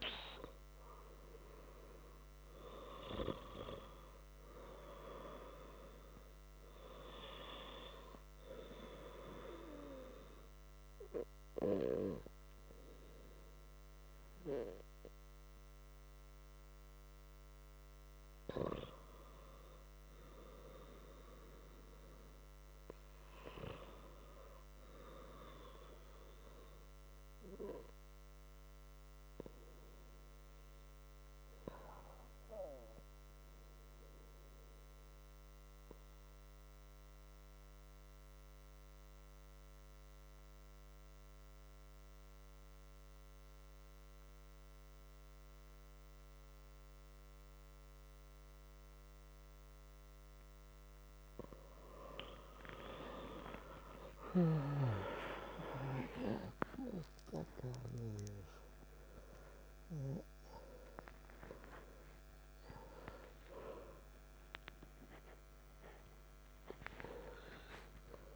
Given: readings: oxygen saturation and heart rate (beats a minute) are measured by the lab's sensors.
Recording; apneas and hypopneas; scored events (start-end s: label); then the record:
breathing in sleep by a microphone on the trachea; 1
33.00-50.00 s: obstructive apnea (oxygen 96% before, 92% lowest, heart rate 64 before, 62 extreme)
60.00-68.36 s: new sleep stage, awake
From the record:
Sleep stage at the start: N2 (light sleep); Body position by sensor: on the back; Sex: male